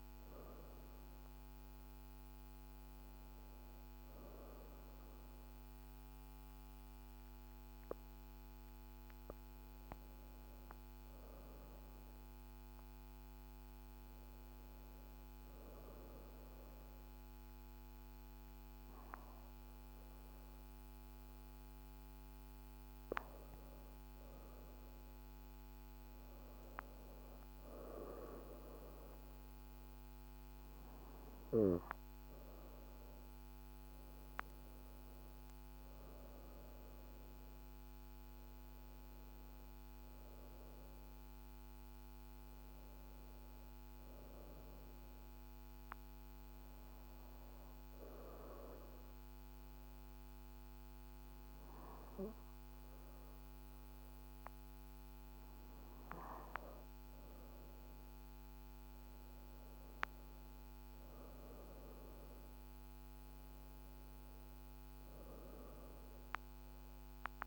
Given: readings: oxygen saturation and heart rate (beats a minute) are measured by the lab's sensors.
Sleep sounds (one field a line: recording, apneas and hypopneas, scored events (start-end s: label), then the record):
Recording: breathing in sleep by a microphone on the trachea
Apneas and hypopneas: 1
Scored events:
20.50-43.50 s: oxygen desaturation (device-marked, oxygen 97% before, 91% lowest, heart rate 50 before, 31 extreme)
45.50-57.00 s: obstructive apnea (oxygen 96% before, 91% lowest, heart rate 50 before, 31 extreme, up 1 after)
59.50-64.00 s: arousal
64.50-67.47 s: oxygen desaturation (device-marked, oxygen 96% before, 91% lowest, heart rate 52 before, 34 extreme)
From the record:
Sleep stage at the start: N1 (lightest sleep)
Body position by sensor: on the back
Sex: female